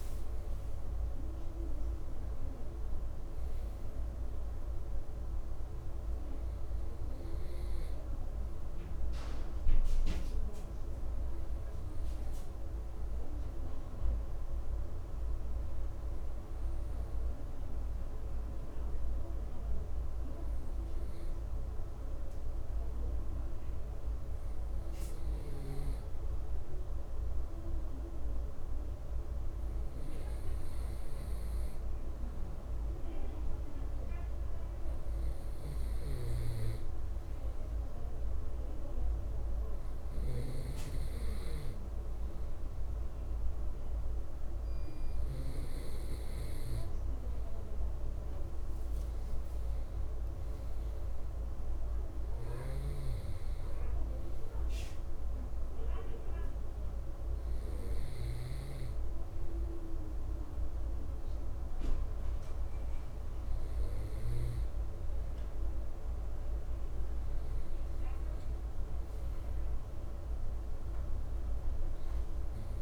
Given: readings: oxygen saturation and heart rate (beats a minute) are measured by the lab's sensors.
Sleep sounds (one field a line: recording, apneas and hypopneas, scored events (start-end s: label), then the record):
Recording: breathing in sleep, hard to hear, by a room microphone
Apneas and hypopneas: 1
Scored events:
2.00-6.00 s: arousal
14.00-29.50 s: hypopnea (oxygen 97% before, 95% lowest, heart rate 60 before, 58 extreme, up 2 after)
32.00-36.00 s: arousal
From the record:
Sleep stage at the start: N2 (light sleep)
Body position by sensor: on the right side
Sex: male